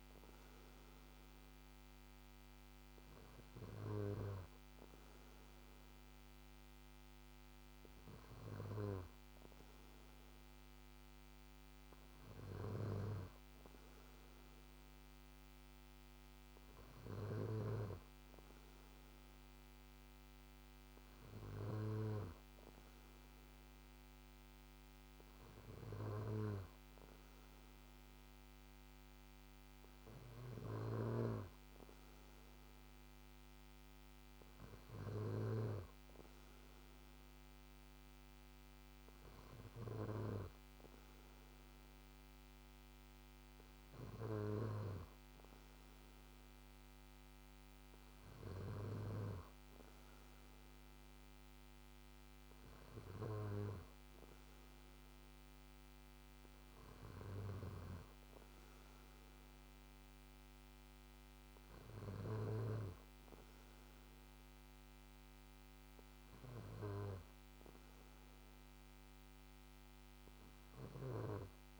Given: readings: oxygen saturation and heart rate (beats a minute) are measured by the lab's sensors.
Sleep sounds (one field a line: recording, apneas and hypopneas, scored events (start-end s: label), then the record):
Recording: breathing in sleep by a microphone on the trachea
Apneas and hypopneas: none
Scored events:
12.50-17.50 s: snoring (device-marked)
From the record:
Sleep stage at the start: N2 (light sleep)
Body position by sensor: on the back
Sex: male